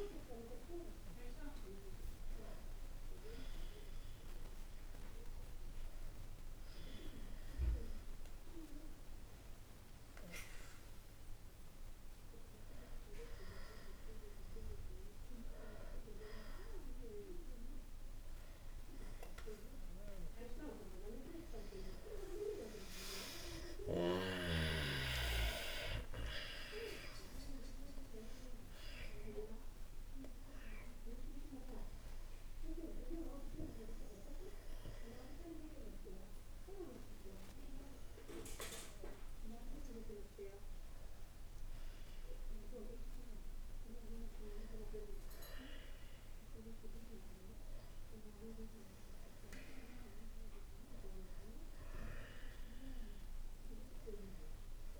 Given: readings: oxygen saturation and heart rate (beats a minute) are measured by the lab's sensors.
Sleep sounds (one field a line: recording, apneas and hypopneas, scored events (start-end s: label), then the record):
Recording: breathing in sleep by a room microphone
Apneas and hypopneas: none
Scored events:
23.50-29.00 s: arousal
42.50-55.00 s: new sleep stage, N2 (light sleep)
From the record:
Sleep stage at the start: N1 (lightest sleep)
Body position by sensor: on the back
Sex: male